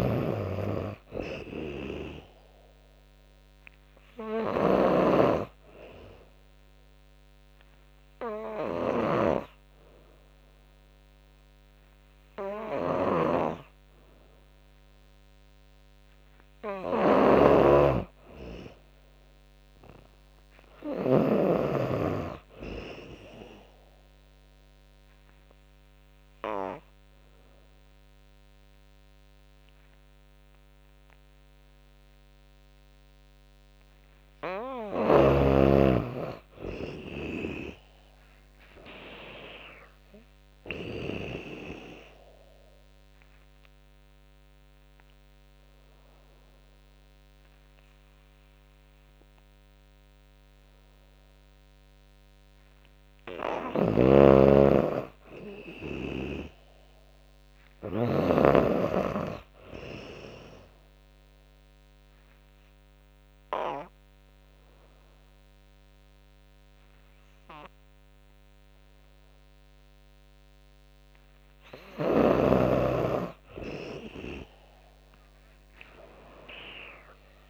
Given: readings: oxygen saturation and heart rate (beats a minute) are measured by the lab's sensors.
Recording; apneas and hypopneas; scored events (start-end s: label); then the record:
breathing in sleep by a microphone on the trachea; 4
0.00-1.00 s: long interval between heartbeats (device-marked, heart rate 92 extreme)
0.00-3.00 s: arousal
0.00-7.50 s: drop in pulse transit time (device-marked, heart rate 82 extreme)
0.00-21.00 s: snoring (device-marked)
4.50-7.50 s: tachycardia (device-marked, heart rate 104 before, 97 extreme)
5.50-18.50 s: oxygen desaturation (device-marked, oxygen 96% before, 92% lowest, heart rate 90 before, 88 extreme)
6.00-8.00 s: long interval between heartbeats (device-marked, heart rate 90 before, 97 extreme)
6.00-16.50 s: obstructive apnea (oxygen 96% before, 89% lowest, heart rate 90 before, 88 extreme, up 16 after)
11.50-13.50 s: long interval between heartbeats (device-marked, heart rate 94 before, 98 extreme)
12.50-22.50 s: tachycardia (device-marked, heart rate 104 before, 114 extreme)
13.50-15.50 s: long interval between heartbeats (device-marked, heart rate 95 before, 100 extreme)
18.00-20.00 s: long interval between heartbeats (device-marked, heart rate 98 before, 113 extreme)
18.00-21.00 s: arousal
20.50-22.50 s: long interval between heartbeats (device-marked, heart rate 101 before, 109 extreme)
22.50-29.50 s: drop in pulse transit time (device-marked, heart rate 103 before, 88 extreme)
23.00-25.00 s: long interval between heartbeats (device-marked, heart rate 103 before, 111 extreme)
23.50-34.50 s: obstructive apnea (oxygen 97% before, 89% lowest, heart rate 104 before, 79 extreme, up 22 after)
27.00-29.00 s: long interval between heartbeats (device-marked, heart rate 105 before, 97 extreme)
27.50-34.50 s: tachycardia (device-marked, heart rate 106 before, 111 extreme)
31.00-33.00 s: long interval between heartbeats (device-marked, heart rate 104 before, 107 extreme)
34.00-36.00 s: long interval between heartbeats (device-marked, heart rate 105 before, 107 extreme)
36.50-39.50 s: arousal
38.00-40.00 s: long interval between heartbeats (device-marked, heart rate 106 before, 97 extreme)
39.50-41.50 s: tachycardia (device-marked, heart rate 107 before, 94 extreme)
40.50-48.50 s: drop in pulse transit time (device-marked, heart rate 103 before, 94 extreme)
41.50-52.00 s: obstructive apnea (oxygen 97% before, 89% lowest, heart rate 102 before, 79 extreme, up 17 after)
42.50-55.50 s: oxygen desaturation (device-marked, oxygen 96% before, 89% lowest, heart rate 102 before, 79 extreme)
43.00-45.00 s: long interval between heartbeats (device-marked, heart rate 102 before, 101 extreme)
45.50-47.50 s: long interval between heartbeats (device-marked, heart rate 101 before, 99 extreme)
47.50-49.50 s: long interval between heartbeats (device-marked, heart rate 101 before, 96 extreme)
52.50-54.50 s: long interval between heartbeats (device-marked, heart rate 99 before, 81 extreme)
53.50-58.00 s: snoring (device-marked)
54.00-57.00 s: arousal
57.50-59.50 s: long interval between heartbeats (device-marked, heart rate 93 before, 92 extreme)
60.00-70.50 s: obstructive apnea (oxygen 97% before, 91% lowest, heart rate 93 before, 74 extreme, up 22 after)
64.00-66.00 s: long interval between heartbeats (device-marked, heart rate 92 before, 91 extreme)
68.00-70.00 s: long interval between heartbeats (device-marked, heart rate 90 before, 94 extreme)
72.00-74.50 s: arousal
72.50-74.50 s: tachycardia (device-marked, heart rate 107 before, 106 extreme)
73.50-75.50 s: long interval between heartbeats (device-marked, heart rate 90 before, 98 extreme)
75.50-77.50 s: long interval between heartbeats (device-marked, heart rate 92 before, 106 extreme)
76.50-77.50 s: drop in pulse transit time (device-marked, heart rate 93 before, 75 extreme)
From the record:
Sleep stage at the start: N2 (light sleep); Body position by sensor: on the back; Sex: female